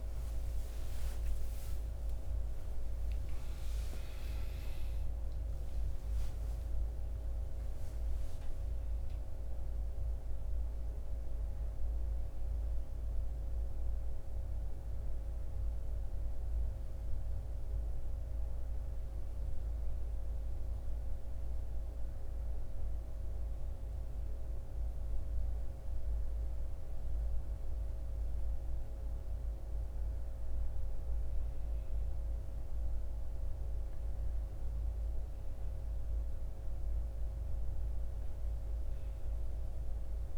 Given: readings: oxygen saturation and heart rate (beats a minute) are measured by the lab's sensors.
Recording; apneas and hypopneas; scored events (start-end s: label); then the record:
breathing in sleep, hard to hear, by a room microphone; none
0.00-5.00 s: arousal
From the record:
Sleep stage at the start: N1 (lightest sleep); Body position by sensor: on the right side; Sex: male